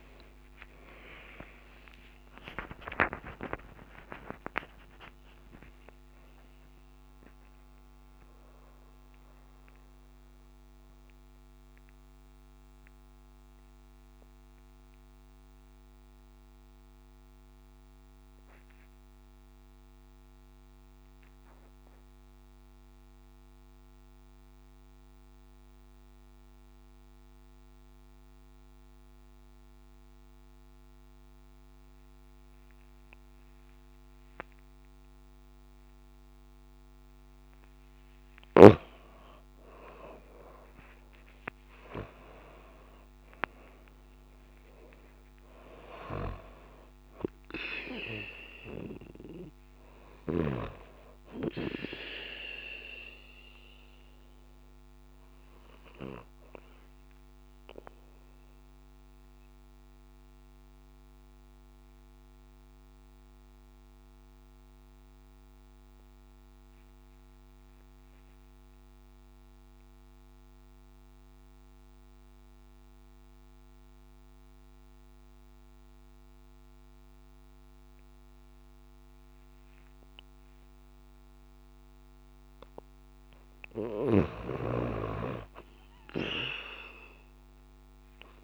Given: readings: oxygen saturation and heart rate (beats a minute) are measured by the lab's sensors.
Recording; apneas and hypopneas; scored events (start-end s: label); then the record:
breathing in sleep by a microphone on the trachea; 2
0.00-2.00 s: arousal
0.00-20.00 s: oxygen desaturation (device-marked, oxygen 91% lowest)
8.00-37.00 s: mixed apnea (oxygen 97% before, 91% lowest)
39.50-44.00 s: arousal
44.00-73.00 s: oxygen desaturation (device-marked, oxygen 98% before, 92% lowest)
58.00-82.50 s: mixed apnea (oxygen 98% before, 92% lowest)
85.00-88.44 s: arousal
From the record:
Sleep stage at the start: N2 (light sleep); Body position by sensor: on the back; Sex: female